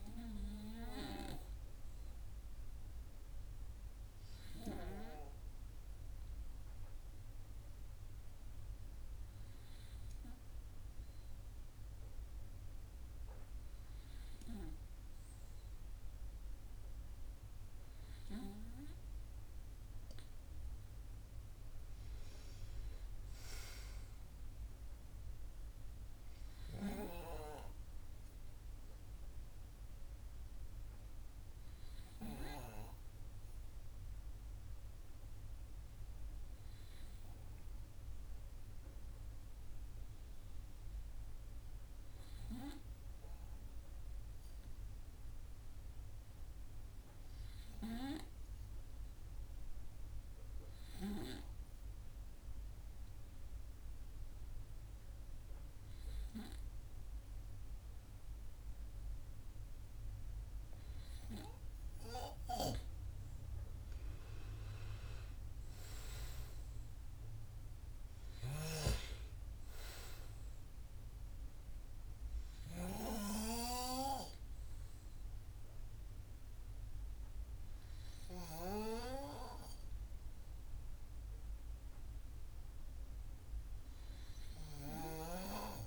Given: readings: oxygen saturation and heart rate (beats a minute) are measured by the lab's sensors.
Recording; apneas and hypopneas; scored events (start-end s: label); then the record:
breathing in sleep by a room microphone; 1
48.00-61.50 s: hypopnea (oxygen 98% before, 93% lowest)
63.50-66.50 s: arousal
67.50-85.50 s: oxygen desaturation (device-marked, oxygen 96% before, 93% lowest)
From the record:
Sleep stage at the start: N2 (light sleep); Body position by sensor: on the right side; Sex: male